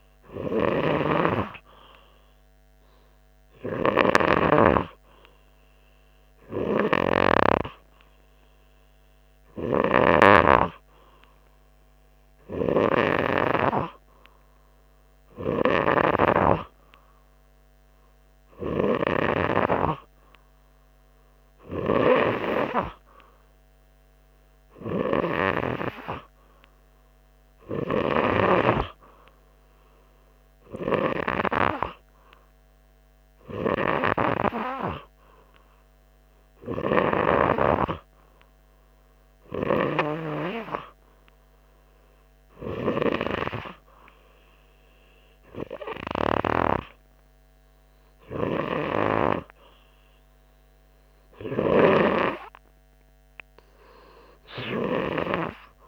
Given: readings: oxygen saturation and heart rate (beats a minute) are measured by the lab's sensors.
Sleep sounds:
breathing in sleep by a microphone on the trachea; none
none scored
From the record:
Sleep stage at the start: N2 (light sleep); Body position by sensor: on the front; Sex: male

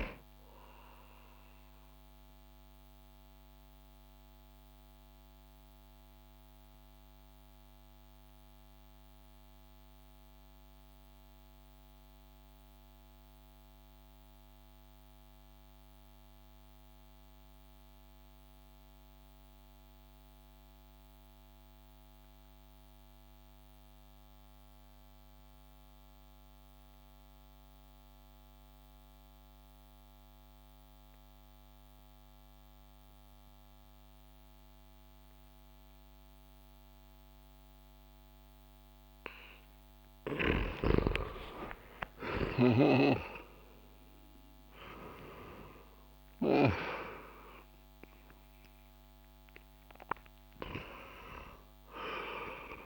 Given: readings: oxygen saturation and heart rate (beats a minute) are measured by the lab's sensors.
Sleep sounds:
breathing in sleep by a microphone on the trachea; 1
0.00-10.50 s: oxygen desaturation (device-marked, oxygen 88% lowest)
2.00-39.50 s: mixed apnea (oxygen 94% before, 88% lowest)
30.50-52.86 s: oxygen desaturation (device-marked, oxygen 98% before, 90% lowest)
41.00-46.50 s: arousal
From the record:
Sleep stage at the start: N2 (light sleep); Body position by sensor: on the back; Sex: male

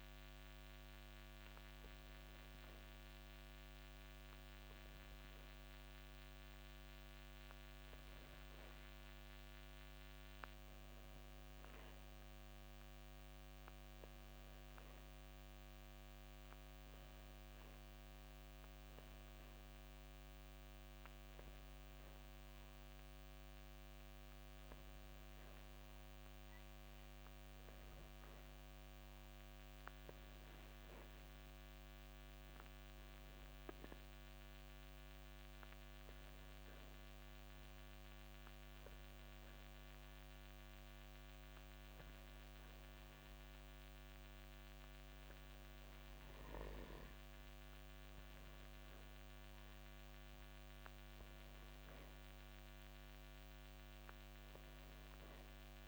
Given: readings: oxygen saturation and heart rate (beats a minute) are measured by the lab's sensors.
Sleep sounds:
breathing in sleep, hard to hear, by a microphone on the trachea; 1
31.00-34.00 s: arousal
37.50-48.00 s: hypopnea (oxygen 95% before, 92% lowest, heart rate 55 before, 55 extreme, up 0 after)
50.00-53.00 s: arousal
From the record:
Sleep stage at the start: N2 (light sleep); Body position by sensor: on the back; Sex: male

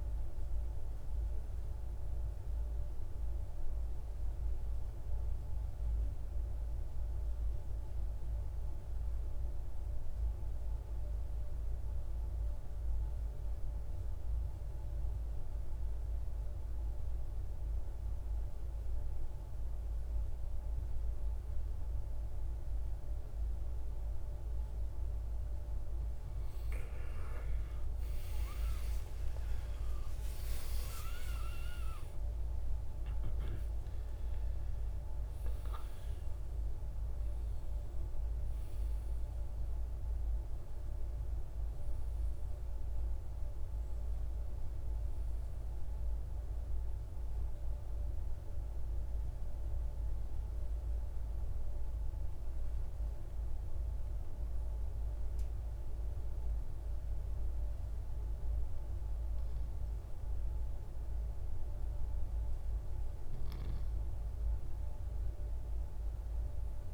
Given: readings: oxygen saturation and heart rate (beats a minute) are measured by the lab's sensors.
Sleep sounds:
breathing in sleep, hard to hear, by a room microphone; 2
0.00-5.00 s: oxygen desaturation (device-marked, oxygen 86% lowest, heart rate 50 extreme)
3.00-25.00 s: mixed apnea (oxygen 97% before, 85% lowest, heart rate 59 before, 56 extreme, up 17 after)
20.00-45.00 s: oxygen desaturation (device-marked, oxygen 98% before, 85% lowest, heart rate 56 before, 52 extreme)
28.00-33.00 s: arousal
47.00-59.50 s: obstructive apnea (oxygen 99% before, 92% lowest, heart rate 71 before, 52 extreme, up 5 after)
64.50-66.94 s: arousal
From the record:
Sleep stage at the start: N2 (light sleep); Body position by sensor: on the right side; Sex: male

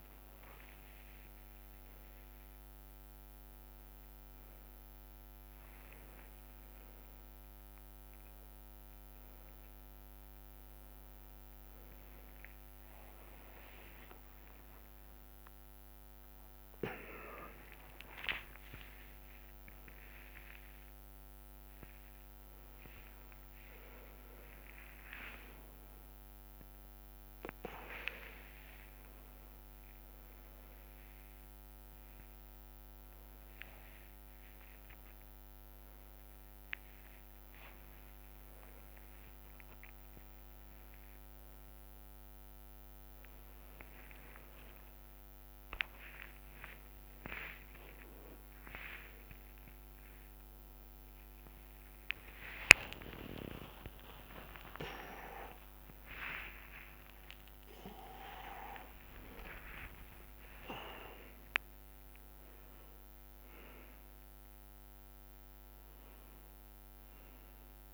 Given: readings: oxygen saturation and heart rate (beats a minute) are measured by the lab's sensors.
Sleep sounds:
a person awake in a sleep study, by a microphone on the trachea; none
0.00-1.00 s: tachycardia (device-marked, heart rate 110 extreme)
10.00-16.00 s: tachycardia (device-marked, heart rate 75 before, 102 extreme)
11.00-24.00 s: drop in pulse transit time (device-marked, heart rate 93 before, 83 extreme)
13.00-15.00 s: long interval between heartbeats (device-marked, heart rate 92 before, 101 extreme)
52.00-54.00 s: long interval between heartbeats (device-marked, heart rate 79 before, 94 extreme)
55.00-67.94 s: drop in pulse transit time (device-marked, heart rate 81 before, 65 extreme)
59.00-61.00 s: long interval between heartbeats (device-marked, heart rate 85 before, 99 extreme)
From the record:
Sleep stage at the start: awake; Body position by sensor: upright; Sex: male

